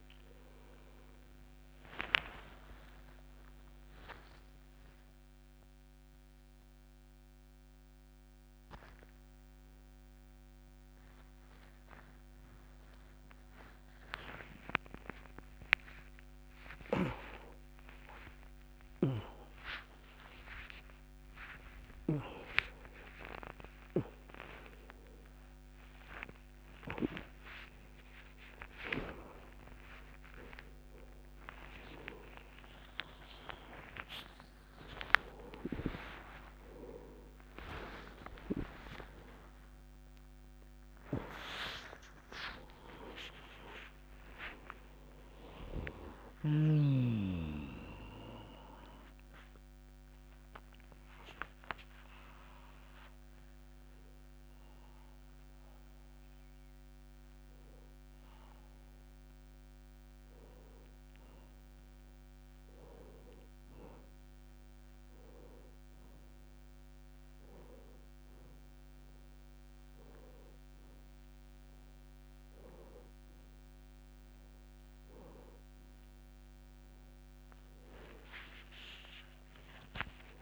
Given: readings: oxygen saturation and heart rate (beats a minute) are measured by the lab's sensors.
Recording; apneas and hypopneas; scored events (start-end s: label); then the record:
a person awake in a sleep study, by a microphone on the trachea; none
17.00-22.50 s: snoring (device-marked)
53.50-70.50 s: oxygen desaturation (device-marked, oxygen 95% before, 90% lowest, heart rate 97 before, 67 extreme)
From the record:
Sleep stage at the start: awake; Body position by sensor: on the back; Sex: male